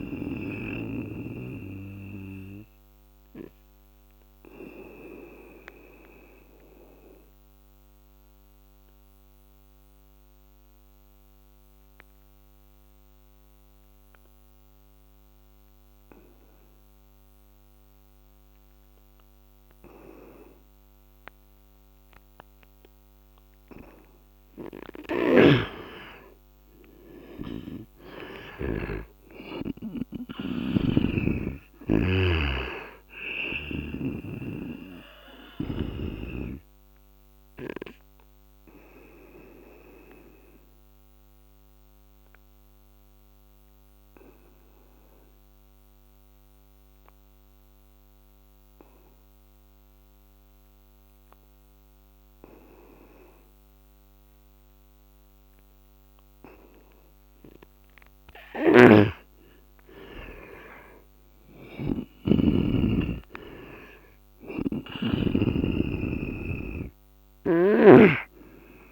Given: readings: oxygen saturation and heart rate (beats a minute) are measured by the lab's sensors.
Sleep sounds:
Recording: breathing in sleep by a microphone on the trachea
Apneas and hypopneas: 2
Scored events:
2.50-24.00 s: obstructive apnea (oxygen 97% before, 88% lowest, heart rate 75 before, 66 extreme, up 13 after)
13.00-24.00 s: oxygen desaturation (device-marked, oxygen 93% before, 88% lowest, heart rate 76 before, 69 extreme)
24.50-28.50 s: snoring (device-marked)
26.50-30.50 s: arousal
31.00-43.00 s: oxygen desaturation (device-marked, oxygen 97% before, 91% lowest, heart rate 70 before, 66 extreme)
39.50-57.50 s: obstructive apnea (oxygen 97% before, 87% lowest, heart rate 75 before, 66 extreme, up 14 after)
51.00-57.00 s: oxygen desaturation (device-marked, oxygen 92% before, 88% lowest, heart rate 75 before, 68 extreme)
58.00-64.50 s: snoring (device-marked)
60.00-64.00 s: arousal
65.00-68.92 s: oxygen desaturation (device-marked, oxygen 96% before, 91% lowest, heart rate 71 before, 69 extreme)
66.50-68.92 s: snoring (device-marked)
From the record:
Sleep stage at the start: N2 (light sleep)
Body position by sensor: on the right side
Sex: male

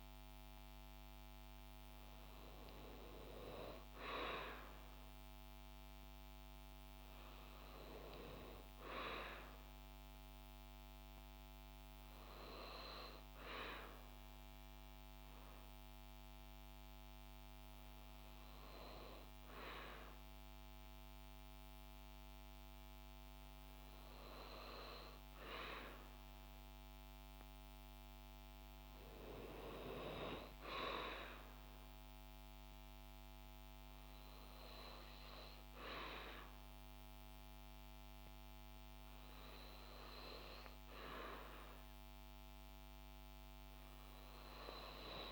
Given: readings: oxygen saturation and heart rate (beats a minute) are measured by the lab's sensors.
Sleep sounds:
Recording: breathing in sleep by a microphone on the trachea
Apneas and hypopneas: none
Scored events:
none scored
From the record:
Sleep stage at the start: N2 (light sleep)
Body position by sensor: on the back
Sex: female

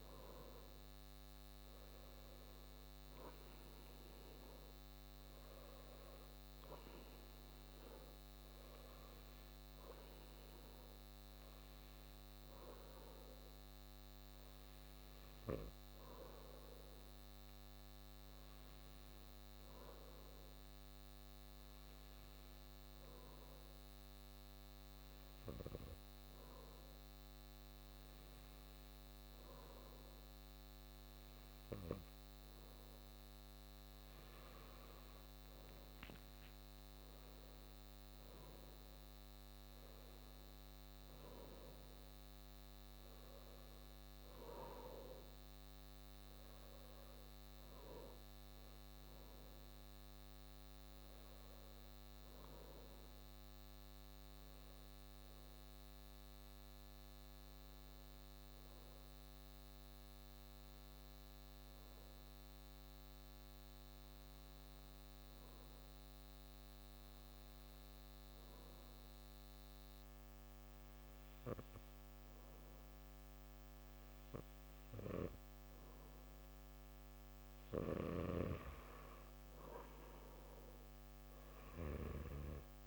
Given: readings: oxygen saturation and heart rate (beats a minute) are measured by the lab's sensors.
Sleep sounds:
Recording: breathing in sleep by a microphone on the trachea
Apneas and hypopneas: 2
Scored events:
15.00-30.00 s: hypopnea (oxygen 97% before, 95% lowest, heart rate 87 before, 83 extreme)
32.50-37.00 s: arousal
62.00-77.00 s: hypopnea (oxygen 97% before, 95% lowest)
79.00-82.87 s: arousal
From the record:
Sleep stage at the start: N2 (light sleep)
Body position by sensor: on the back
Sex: male

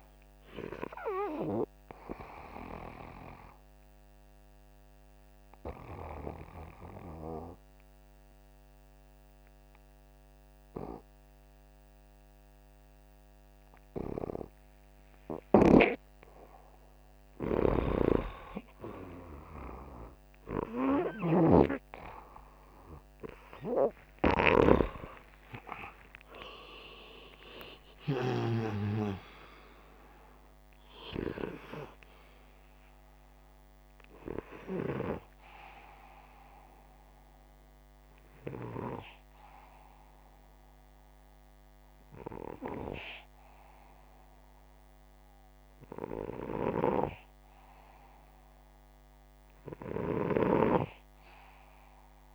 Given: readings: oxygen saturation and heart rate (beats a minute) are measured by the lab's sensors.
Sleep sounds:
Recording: breathing in sleep by a microphone on the trachea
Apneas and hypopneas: 2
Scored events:
3.00-15.50 s: obstructive apnea (oxygen 98% before, 91% lowest, heart rate 66 before, 39 extreme, up 7 after)
8.50-17.50 s: oxygen desaturation (device-marked, oxygen 97% before, 91% lowest, heart rate 65 before, 39 extreme)
23.00-28.00 s: arousal
35.50-46.50 s: hypopnea (oxygen 97% before, 92% lowest, heart rate 60 before, 62 extreme, up 1 after)
49.00-52.35 s: arousal
From the record:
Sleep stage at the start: N2 (light sleep)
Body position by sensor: upright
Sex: male

